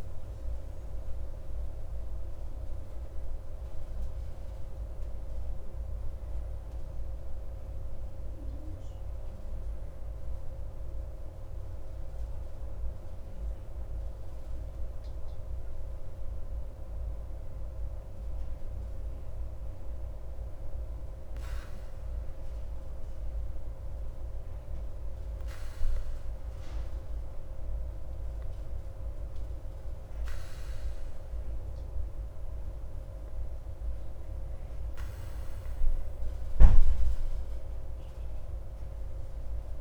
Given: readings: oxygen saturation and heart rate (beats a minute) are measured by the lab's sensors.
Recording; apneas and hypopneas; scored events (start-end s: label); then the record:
breathing in sleep, hard to hear, by a room microphone; none
0.00-2.00 s: arousal
From the record:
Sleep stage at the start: N2 (light sleep); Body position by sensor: on the back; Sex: male